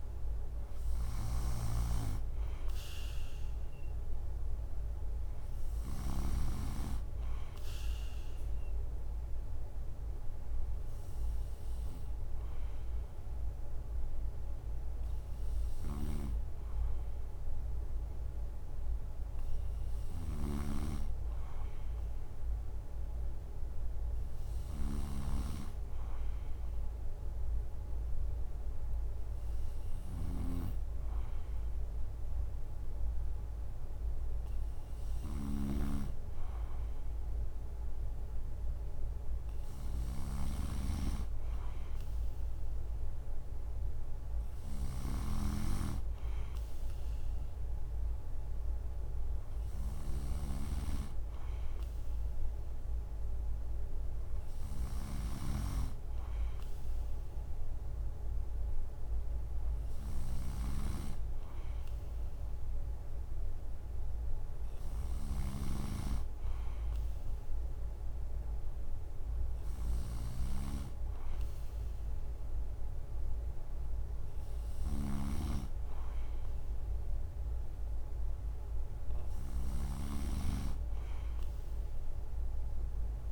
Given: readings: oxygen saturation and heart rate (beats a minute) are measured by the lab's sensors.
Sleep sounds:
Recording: breathing in sleep by a room microphone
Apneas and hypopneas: none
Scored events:
0.00-6.00 s: snoring (device-marked)
15.50-83.32 s: snoring (device-marked)
From the record:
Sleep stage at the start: N3 (deep sleep)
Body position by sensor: on the right side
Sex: male

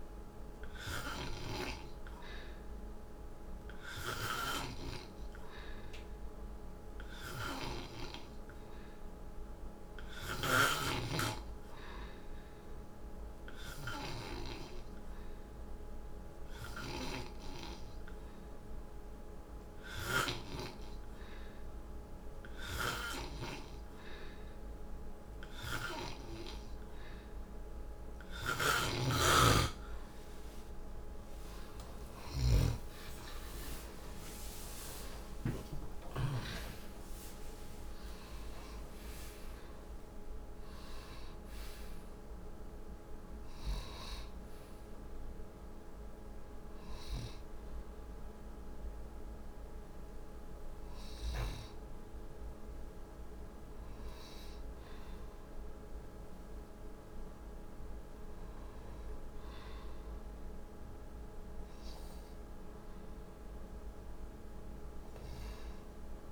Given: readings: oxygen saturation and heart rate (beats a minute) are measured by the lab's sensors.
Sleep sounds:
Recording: breathing in sleep by a room microphone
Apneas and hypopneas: none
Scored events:
28.00-32.50 s: snoring (device-marked)
29.50-66.32 s: new sleep stage, N2 (light sleep)
30.50-37.50 s: arousal
From the record:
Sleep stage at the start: N3 (deep sleep)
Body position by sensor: on the back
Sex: male

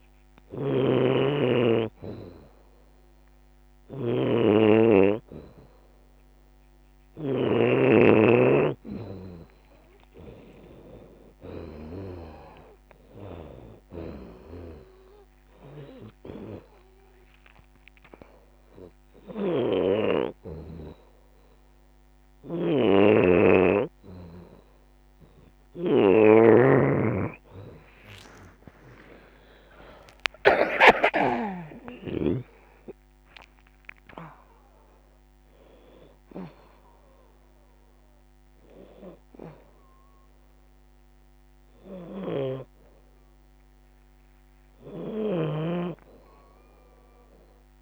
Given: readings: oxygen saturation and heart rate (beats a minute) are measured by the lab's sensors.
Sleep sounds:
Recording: breathing in sleep by a microphone on the trachea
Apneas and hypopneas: 1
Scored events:
8.00-12.50 s: arousal
10.50-28.50 s: oxygen desaturation (device-marked, oxygen 95% before, 90% lowest, heart rate 80 before, 72 extreme)
11.50-22.50 s: drop in pulse transit time (device-marked, heart rate 80 before, 86 extreme)
17.00-28.00 s: hypopnea (oxygen 95% before, 87% lowest, heart rate 83 before, 72 extreme, up 24 after)
29.00-32.50 s: arousal
33.50-41.50 s: drop in pulse transit time (device-marked, heart rate 88 before, 84 extreme)
38.50-47.82 s: oxygen desaturation (device-marked, oxygen 93% before, 87% lowest, heart rate 89 before, 74 extreme)
From the record:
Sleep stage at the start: N2 (light sleep)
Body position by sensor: upright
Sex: female

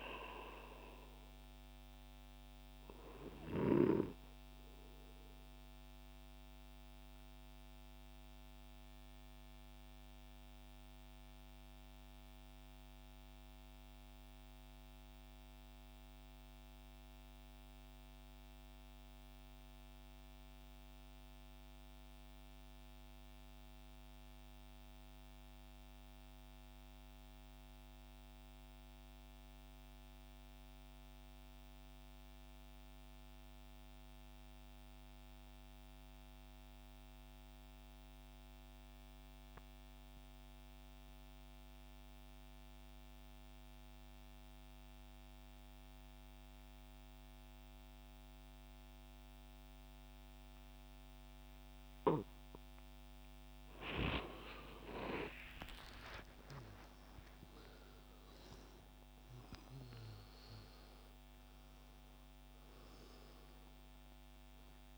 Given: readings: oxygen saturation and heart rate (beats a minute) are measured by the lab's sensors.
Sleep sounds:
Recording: breathing in sleep by a microphone on the trachea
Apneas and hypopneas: 1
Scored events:
0.00-14.00 s: oxygen desaturation (device-marked, oxygen 84% lowest, heart rate 58 extreme)
4.50-52.50 s: mixed apnea (oxygen 94% before, 84% lowest, heart rate 65 before, 59 extreme, up 14 after)
35.00-64.97 s: oxygen desaturation (device-marked, oxygen 98% before, 84% lowest, heart rate 65 before, 61 extreme)
54.50-60.50 s: arousal
From the record:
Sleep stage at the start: N2 (light sleep)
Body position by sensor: on the back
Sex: male

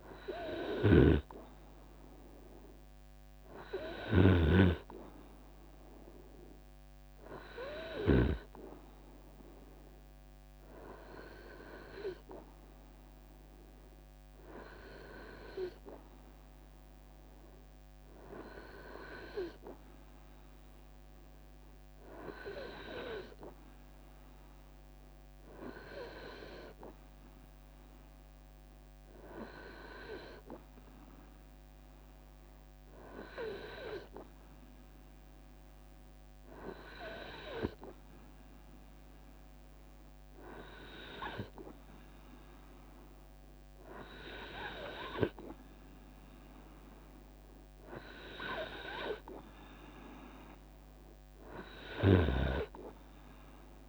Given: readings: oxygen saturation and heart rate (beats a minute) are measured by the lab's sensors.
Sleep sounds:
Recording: breathing in sleep by a microphone on the trachea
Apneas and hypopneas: none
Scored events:
0.00-1.50 s: long interval between heartbeats (device-marked, heart rate 78 extreme)
5.50-7.50 s: long interval between heartbeats (device-marked, heart rate 75 before, 68 extreme)
34.00-36.00 s: long interval between heartbeats (device-marked, heart rate 76 before, 76 extreme)
39.50-52.50 s: drop in pulse transit time (device-marked, heart rate 78 before, 75 extreme)
40.50-42.50 s: long interval between heartbeats (device-marked, heart rate 79 before, 83 extreme)
From the record:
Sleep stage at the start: N2 (light sleep)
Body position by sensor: on the right side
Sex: male

